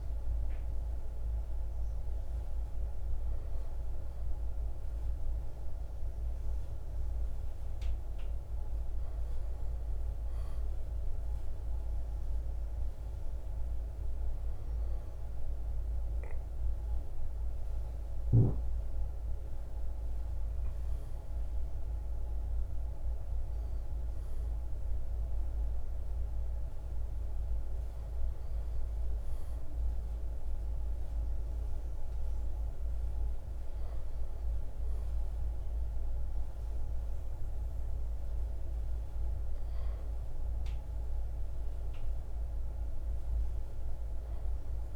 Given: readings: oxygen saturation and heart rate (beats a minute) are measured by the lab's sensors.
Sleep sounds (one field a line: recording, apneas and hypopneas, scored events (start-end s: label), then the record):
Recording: a person awake in a sleep study, hard to hear, by a room microphone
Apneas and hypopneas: none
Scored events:
none scored
From the record:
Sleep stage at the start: awake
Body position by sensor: on the right side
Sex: male